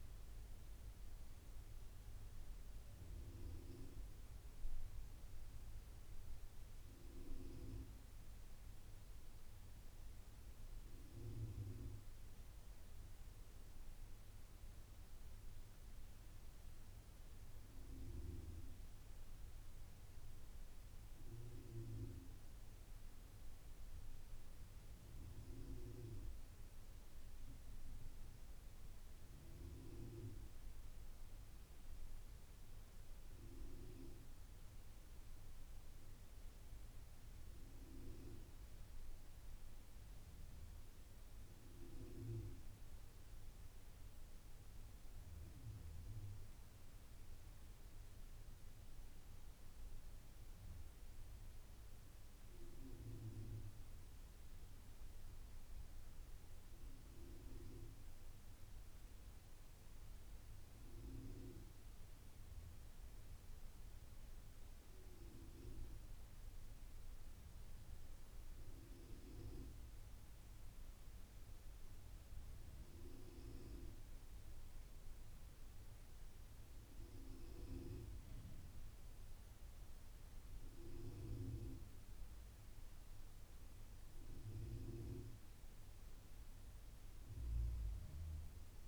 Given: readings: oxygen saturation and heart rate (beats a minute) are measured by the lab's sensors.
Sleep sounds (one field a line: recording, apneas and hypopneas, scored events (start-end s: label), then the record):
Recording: breathing in sleep by a room microphone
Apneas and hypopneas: none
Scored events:
63.00-75.00 s: oxygen desaturation (device-marked, oxygen 94% before, 91% lowest, heart rate 82 before, 85 extreme)
74.00-88.88 s: new sleep stage, N2 (light sleep)
From the record:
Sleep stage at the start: N1 (lightest sleep)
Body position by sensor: on the back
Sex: male